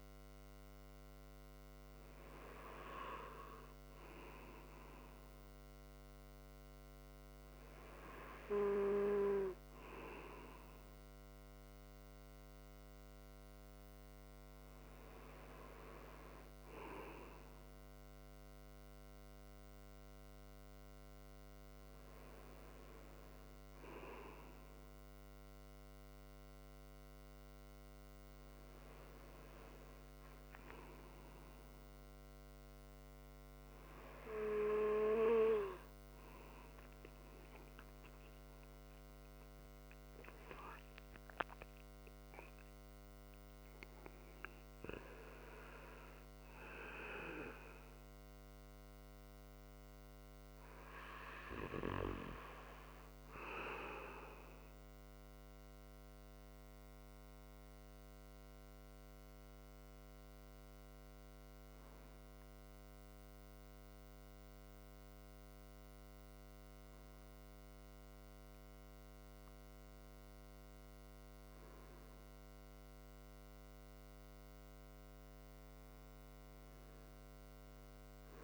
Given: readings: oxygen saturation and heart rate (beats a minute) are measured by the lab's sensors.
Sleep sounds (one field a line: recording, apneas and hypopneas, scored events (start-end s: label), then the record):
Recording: breathing in sleep by a microphone on the trachea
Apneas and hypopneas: none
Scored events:
38.00-43.00 s: arousal
61.00-78.44 s: new sleep stage, REM sleep
From the record:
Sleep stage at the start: N2 (light sleep)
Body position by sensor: on the right side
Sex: male